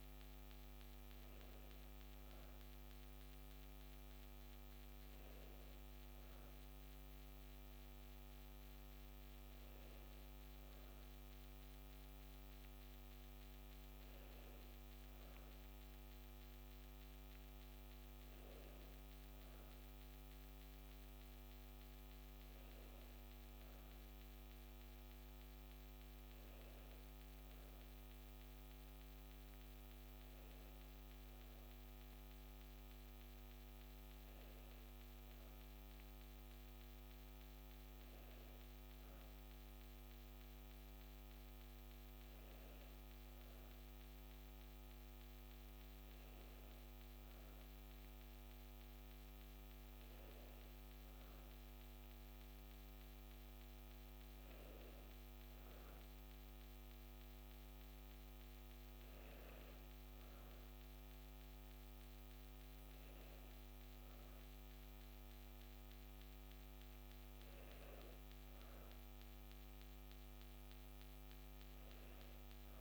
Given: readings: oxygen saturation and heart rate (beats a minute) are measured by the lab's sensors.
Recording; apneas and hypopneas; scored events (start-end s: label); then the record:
breathing in sleep, hard to hear, by a microphone on the trachea; none
none scored
From the record:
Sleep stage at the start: N2 (light sleep); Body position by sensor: on the back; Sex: female